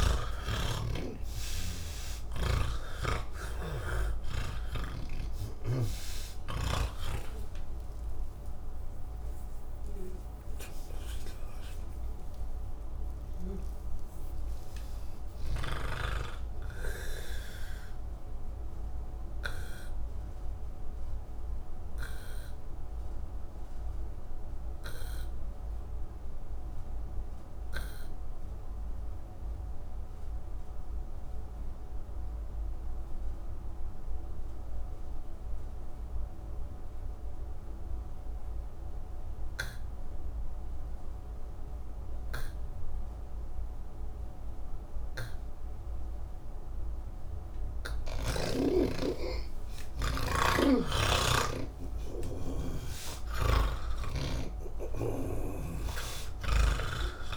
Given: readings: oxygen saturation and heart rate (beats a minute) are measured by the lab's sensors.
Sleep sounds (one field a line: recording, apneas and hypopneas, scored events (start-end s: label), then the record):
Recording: breathing in sleep by a room microphone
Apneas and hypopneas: 1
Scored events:
0.00-6.00 s: snoring (device-marked)
0.00-27.00 s: oxygen desaturation (device-marked, oxygen 82% lowest, heart rate 98 extreme)
20.00-45.00 s: obstructive apnea (oxygen 96% before, 80% lowest, heart rate 149 before, 60 extreme)
43.00-57.37 s: oxygen desaturation (device-marked, oxygen 98% before, 80% lowest, heart rate 127 before, 60 extreme)
55.50-57.37 s: snoring (device-marked)
From the record:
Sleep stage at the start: N1 (lightest sleep)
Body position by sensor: on the back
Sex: male